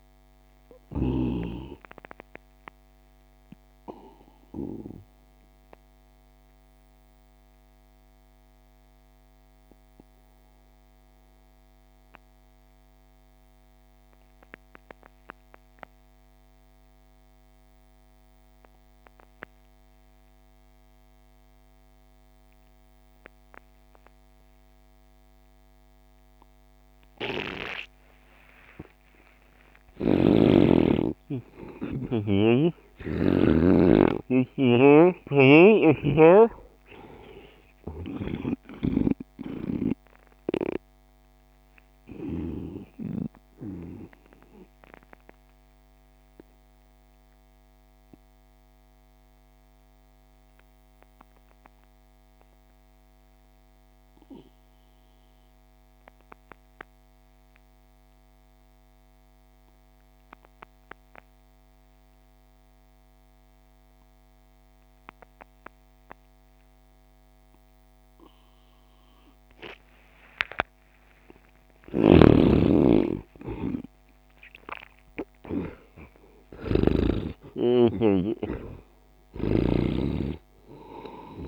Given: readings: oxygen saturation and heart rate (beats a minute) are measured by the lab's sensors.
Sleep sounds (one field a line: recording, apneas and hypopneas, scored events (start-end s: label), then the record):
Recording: breathing in sleep by a microphone on the trachea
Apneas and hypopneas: 2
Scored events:
0.00-1.50 s: snoring (device-marked)
0.00-10.50 s: oxygen desaturation (device-marked, oxygen 84% lowest)
2.50-32.00 s: mixed apnea (oxygen 99% before, 84% lowest)
23.50-49.50 s: oxygen desaturation (device-marked, oxygen 99% before, 88% lowest)
30.50-35.50 s: arousal
35.00-39.50 s: snoring (device-marked)
39.50-70.50 s: obstructive apnea (oxygen 99% before, 85% lowest)
64.50-81.48 s: oxygen desaturation (device-marked, oxygen 98% before, 85% lowest)
72.00-75.50 s: arousal
72.00-77.50 s: snoring (device-marked)
From the record:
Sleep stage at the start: N2 (light sleep)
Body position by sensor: on the right side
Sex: male